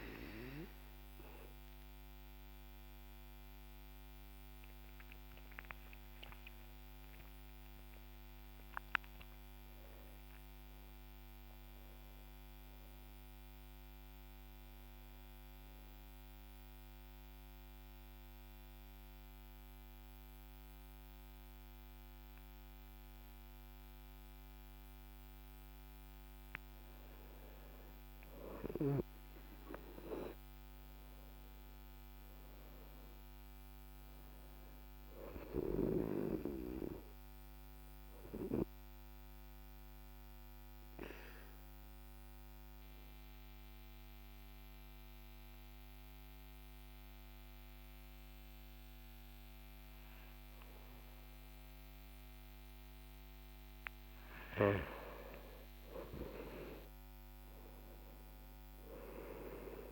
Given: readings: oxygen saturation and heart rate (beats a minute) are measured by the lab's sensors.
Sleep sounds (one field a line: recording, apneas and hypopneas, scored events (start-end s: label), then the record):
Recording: breathing in sleep by a microphone on the trachea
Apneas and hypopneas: 2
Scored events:
9.50-13.50 s: arousal
16.50-26.50 s: obstructive apnea (oxygen 97% before, 93% lowest, heart rate 61 before, 50 extreme, up 12 after)
29.50-33.50 s: arousal
38.00-53.50 s: hypopnea (oxygen 98% before, 93% lowest, heart rate 61 before, 48 extreme, up 11 after)
56.00-59.50 s: arousal
From the record:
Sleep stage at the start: N2 (light sleep)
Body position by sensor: on the back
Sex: male